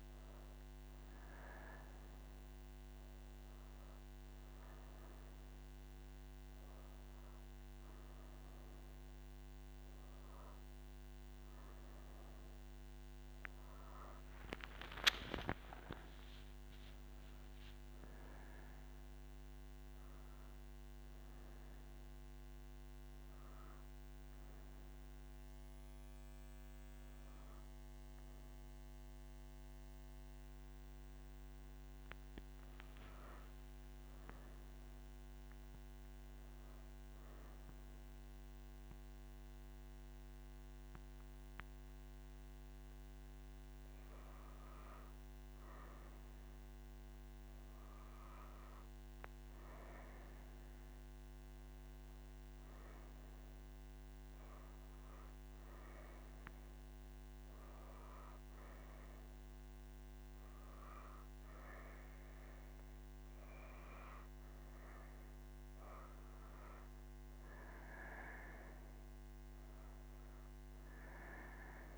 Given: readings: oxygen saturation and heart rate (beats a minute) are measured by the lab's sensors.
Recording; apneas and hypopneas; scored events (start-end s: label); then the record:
breathing in sleep, hard to hear, by a microphone on the trachea; none
none scored
From the record:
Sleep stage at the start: N1 (lightest sleep); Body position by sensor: on the right side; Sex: female